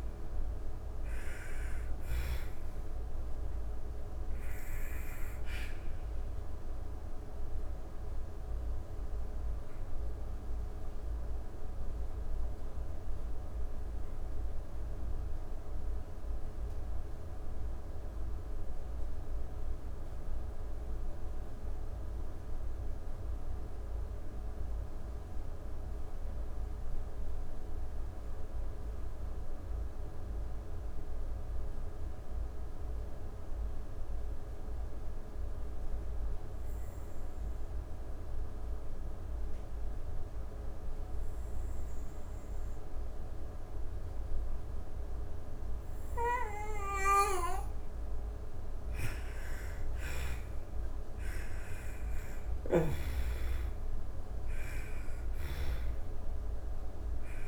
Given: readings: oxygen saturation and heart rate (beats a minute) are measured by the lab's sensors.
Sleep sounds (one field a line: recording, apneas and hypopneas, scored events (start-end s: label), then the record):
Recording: breathing in sleep, hard to hear, by a room microphone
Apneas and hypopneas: 1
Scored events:
0.00-1.00 s: snoring (device-marked)
0.00-21.00 s: oxygen desaturation (device-marked, oxygen 81% lowest)
2.50-45.50 s: obstructive apnea (oxygen 98% before, 81% lowest)
36.00-57.48 s: oxygen desaturation (device-marked, oxygen 99% before, 81% lowest)
48.00-52.50 s: arousal
51.00-54.50 s: snoring (device-marked)
From the record:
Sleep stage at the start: N2 (light sleep)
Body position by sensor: on the back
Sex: female